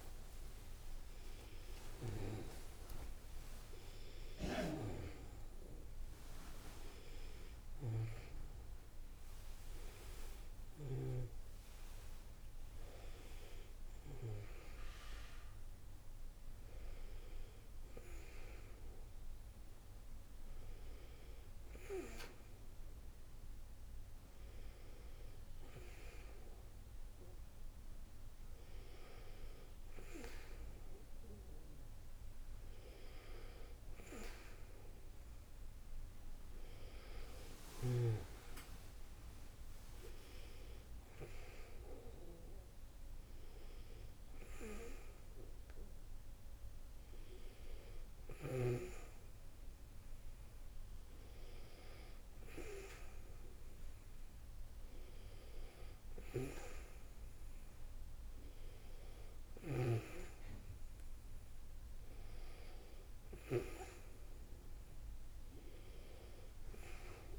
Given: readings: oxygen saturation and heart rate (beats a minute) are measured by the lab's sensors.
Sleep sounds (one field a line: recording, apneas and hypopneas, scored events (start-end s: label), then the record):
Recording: a person awake in a sleep study, by a room microphone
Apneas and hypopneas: none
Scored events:
none scored
From the record:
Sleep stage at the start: awake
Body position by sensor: on the back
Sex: female